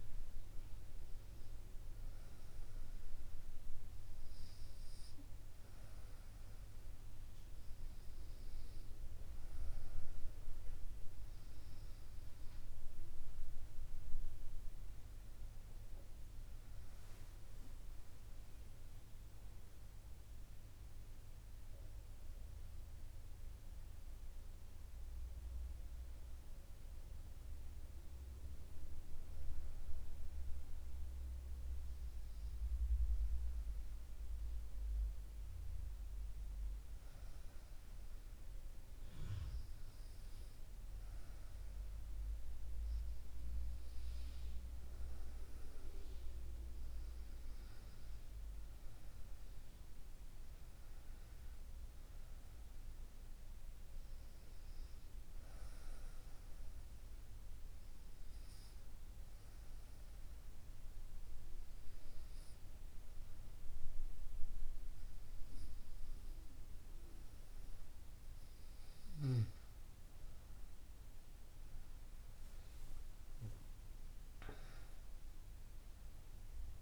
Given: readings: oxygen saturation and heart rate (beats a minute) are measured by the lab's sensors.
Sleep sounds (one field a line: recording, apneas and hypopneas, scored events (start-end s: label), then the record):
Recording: breathing in sleep, hard to hear, by a room microphone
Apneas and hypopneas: 2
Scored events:
0.00-2.00 s: oxygen desaturation (device-marked, oxygen 95% lowest, heart rate 73 extreme)
19.50-24.50 s: arousal
29.00-44.00 s: hypopnea (oxygen 97% before, 95% lowest, heart rate 75 before, 69 extreme, up 0 after)
37.00-76.82 s: new sleep stage, N2 (light sleep)
47.00-51.50 s: arousal
56.50-69.50 s: obstructive apnea (oxygen 98% before, 96% lowest, heart rate 71 before, 71 extreme, up 7 after)
72.00-76.82 s: arousal
From the record:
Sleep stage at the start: REM sleep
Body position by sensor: on the right side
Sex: female